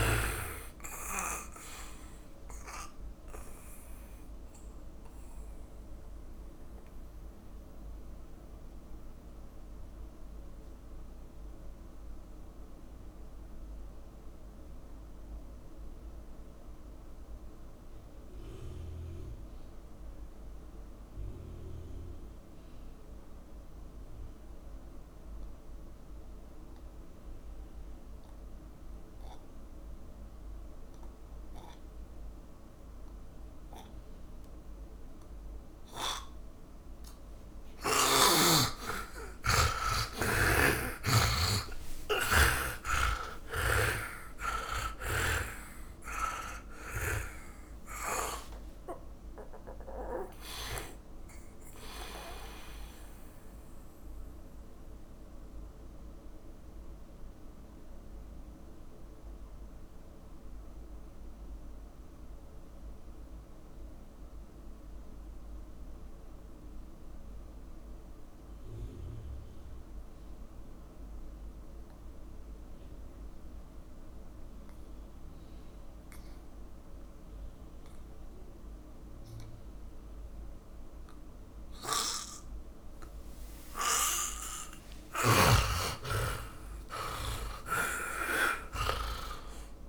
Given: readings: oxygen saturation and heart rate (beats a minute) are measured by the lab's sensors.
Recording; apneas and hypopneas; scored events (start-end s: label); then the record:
breathing in sleep by a room microphone; 2
0.00-27.00 s: oxygen desaturation (device-marked, oxygen 96% before, 76% lowest, heart rate 56 before, 47 extreme)
5.00-37.00 s: mixed apnea (oxygen 100% before, 76% lowest, heart rate 65 before, 47 extreme, up 20 after)
38.00-72.00 s: oxygen desaturation (device-marked, oxygen 100% before, 76% lowest, heart rate 52 before, 46 extreme)
39.00-43.50 s: arousal
40.50-47.50 s: snoring (device-marked)
54.00-84.00 s: mixed apnea (oxygen 100% before, 75% lowest, heart rate 63 before, 46 extreme, up 38 after)
83.00-89.89 s: oxygen desaturation (device-marked, oxygen 100% before, 88% lowest, heart rate 54 before, 56 extreme)
85.50-89.00 s: arousal
From the record:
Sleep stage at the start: N2 (light sleep); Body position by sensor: on the back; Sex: male